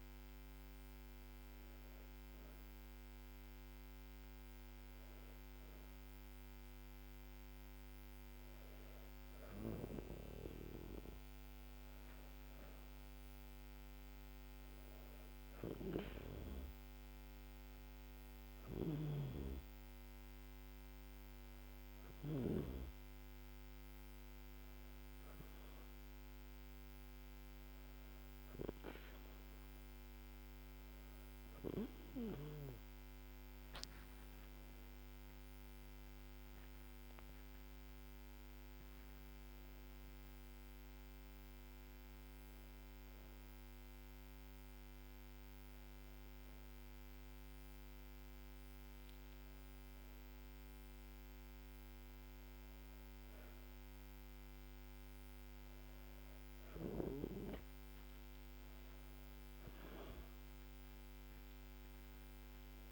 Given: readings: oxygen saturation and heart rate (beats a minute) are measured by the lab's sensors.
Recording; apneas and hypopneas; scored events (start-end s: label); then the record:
breathing in sleep by a microphone on the trachea; none
33.50-38.50 s: arousal
60.50-62.92 s: arousal
From the record:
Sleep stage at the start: N2 (light sleep); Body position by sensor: on the back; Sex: female